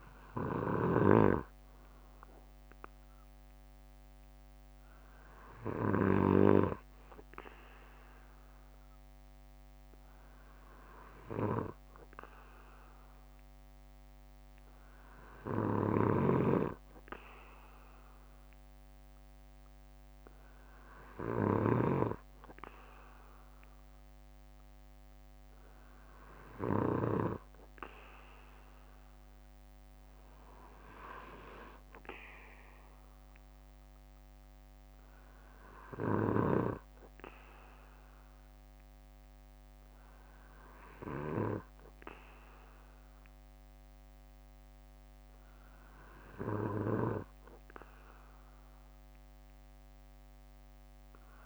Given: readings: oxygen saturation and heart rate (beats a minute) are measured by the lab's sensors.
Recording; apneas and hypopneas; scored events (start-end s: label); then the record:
breathing in sleep by a microphone on the trachea; none
5.50-22.50 s: bradycardia (device-marked, heart rate 59 before, 56 extreme)
40.50-50.50 s: bradycardia (device-marked, heart rate 59 before, 55 extreme)
From the record:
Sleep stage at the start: N2 (light sleep); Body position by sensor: on the back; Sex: male